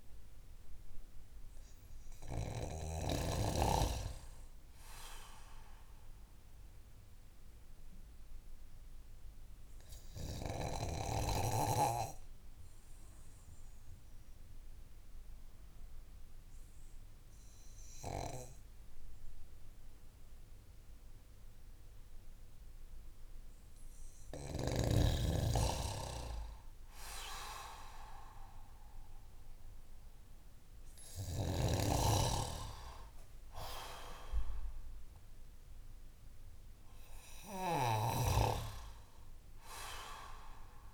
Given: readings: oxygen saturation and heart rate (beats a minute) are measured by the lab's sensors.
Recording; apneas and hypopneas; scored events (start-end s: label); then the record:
breathing in sleep by a room microphone; 1
3.00-24.00 s: obstructive apnea (oxygen 97% before, 94% lowest)
25.00-29.00 s: arousal
From the record:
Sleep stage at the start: N2 (light sleep); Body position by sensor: on the back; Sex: male